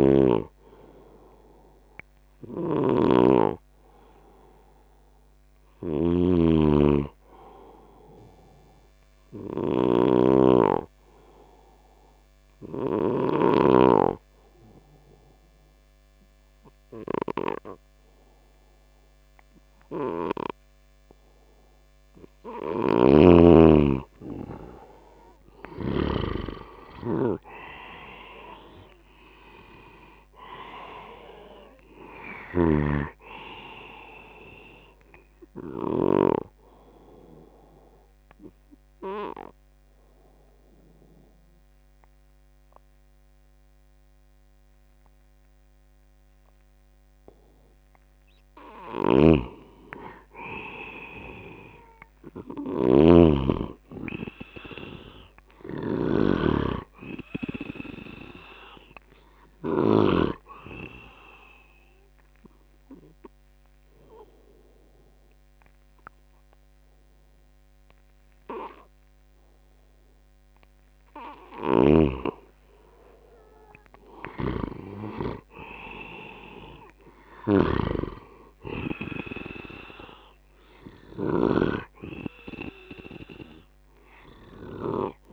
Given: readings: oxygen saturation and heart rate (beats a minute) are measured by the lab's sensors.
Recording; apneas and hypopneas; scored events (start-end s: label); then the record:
breathing in sleep by a microphone on the trachea; 3
0.00-13.50 s: snoring (device-marked)
10.50-22.00 s: obstructive apnea (oxygen 96% before, 88% lowest, heart rate 73 before, 70 extreme, up 6 after)
19.00-51.00 s: oxygen desaturation (device-marked, oxygen 96% before, 88% lowest, heart rate 76 before, 71 extreme)
22.50-26.00 s: snoring (device-marked)
25.00-29.50 s: arousal
32.50-36.00 s: snoring (device-marked)
37.00-48.00 s: obstructive apnea (oxygen 96% before, 88% lowest, heart rate 77 before, 73 extreme, up 8 after)
49.00-60.00 s: snoring (device-marked)
52.00-56.00 s: arousal
60.00-71.00 s: oxygen desaturation (device-marked, oxygen 98% before, 93% lowest, heart rate 78 before, 73 extreme)
62.00-72.50 s: obstructive apnea (oxygen 98% before, 93% lowest, heart rate 77 before, 72 extreme, up 6 after)
74.00-81.50 s: snoring (device-marked)
74.50-78.00 s: arousal
From the record:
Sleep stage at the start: N2 (light sleep); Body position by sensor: on the left side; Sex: male